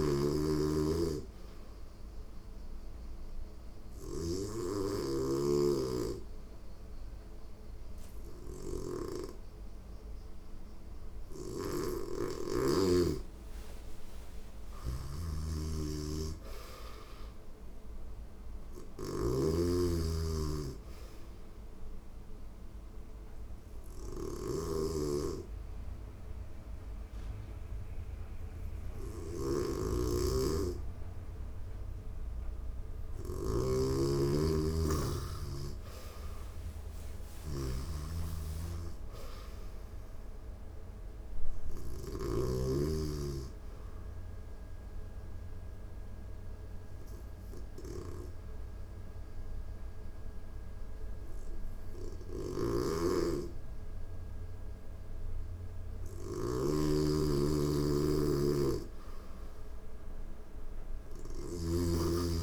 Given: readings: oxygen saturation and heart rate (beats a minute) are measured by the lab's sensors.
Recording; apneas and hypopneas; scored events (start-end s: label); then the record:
breathing in sleep by a room microphone; 3
0.00-1.00 s: oxygen desaturation (device-marked, oxygen 91% lowest, heart rate 88 extreme)
0.00-41.50 s: snoring (device-marked)
1.00-13.50 s: hypopnea (oxygen 95% before, 91% lowest, heart rate 89 before, 90 extreme, up 3 after)
12.00-20.00 s: oxygen desaturation (device-marked, oxygen 96% before, 91% lowest, heart rate 89 before, 90 extreme)
15.00-18.50 s: arousal
21.50-34.00 s: hypopnea (oxygen 96% before, 90% lowest, heart rate 91 before, 89 extreme, up 2 after)
35.00-38.00 s: arousal
44.00-55.00 s: obstructive apnea (oxygen 95% before, 89% lowest, heart rate 91 before, 88 extreme, up 0 after)
49.00-61.00 s: oxygen desaturation (device-marked, oxygen 95% before, 91% lowest, heart rate 91 before, 88 extreme)
51.50-62.43 s: snoring (device-marked)
60.00-62.43 s: arousal
From the record:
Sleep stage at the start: N2 (light sleep); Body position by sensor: on the back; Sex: female